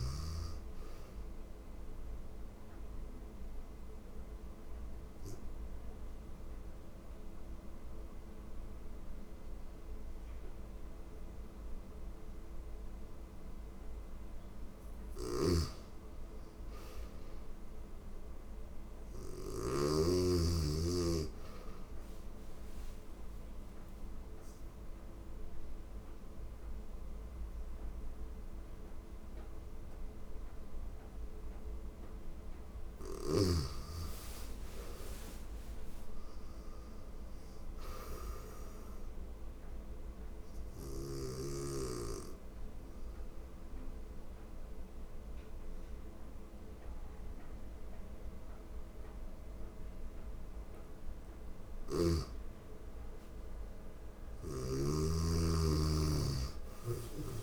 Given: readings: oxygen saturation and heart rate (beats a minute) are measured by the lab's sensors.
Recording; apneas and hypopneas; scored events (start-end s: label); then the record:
breathing in sleep by a room microphone; 3
0.00-15.50 s: oxygen desaturation (device-marked, oxygen 87% lowest, heart rate 82 extreme)
1.00-14.50 s: obstructive apnea (oxygen 99% before, 87% lowest, heart rate 83 before, 82 extreme, up 2 after)
14.50-19.00 s: snoring (device-marked)
16.00-18.50 s: arousal
21.50-32.50 s: obstructive apnea (oxygen 98% before, 89% lowest, heart rate 83 before, 82 extreme, up 4 after)
27.50-37.50 s: oxygen desaturation (device-marked, oxygen 98% before, 90% lowest, heart rate 83 before, 82 extreme)
33.50-36.50 s: arousal
39.00-51.00 s: obstructive apnea (oxygen 98% before, 86% lowest, heart rate 84 before, 82 extreme, up 2 after)
47.50-55.50 s: oxygen desaturation (device-marked, oxygen 96% before, 91% lowest, heart rate 85 before, 82 extreme)
From the record:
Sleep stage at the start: N2 (light sleep); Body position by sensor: on the right side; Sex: female